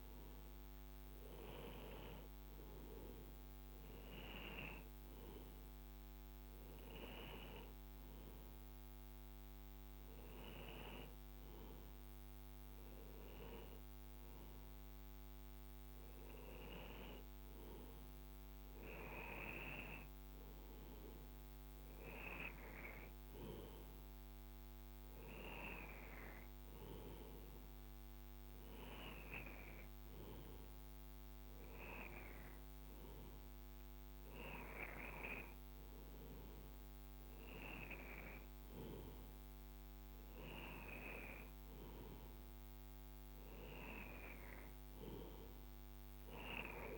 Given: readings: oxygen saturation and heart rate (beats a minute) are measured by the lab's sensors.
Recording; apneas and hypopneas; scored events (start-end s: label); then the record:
breathing in sleep by a microphone on the trachea; none
none scored
From the record:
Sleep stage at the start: N2 (light sleep); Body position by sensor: on the right side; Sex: male